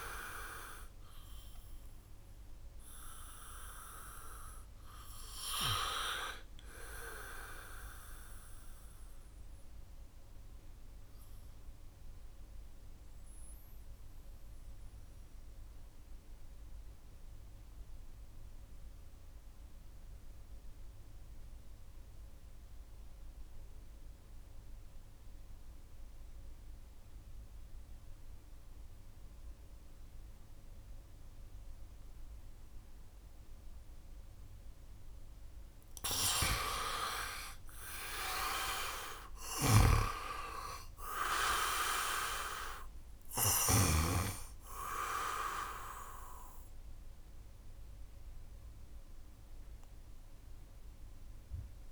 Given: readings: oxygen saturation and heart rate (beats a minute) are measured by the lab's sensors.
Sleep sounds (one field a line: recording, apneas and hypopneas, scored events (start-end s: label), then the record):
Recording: breathing in sleep by a room microphone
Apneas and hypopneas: 1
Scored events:
0.00-22.00 s: oxygen desaturation (device-marked, oxygen 84% lowest, heart rate 54 extreme)
7.50-34.00 s: mixed apnea (oxygen 98% before, 78% lowest, heart rate 71 before, 54 extreme, up 11 after)
26.00-35.00 s: bradycardia (device-marked, heart rate 69 before, 54 extreme)
39.00-43.50 s: snoring (device-marked)
From the record:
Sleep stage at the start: N2 (light sleep)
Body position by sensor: on the back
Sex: male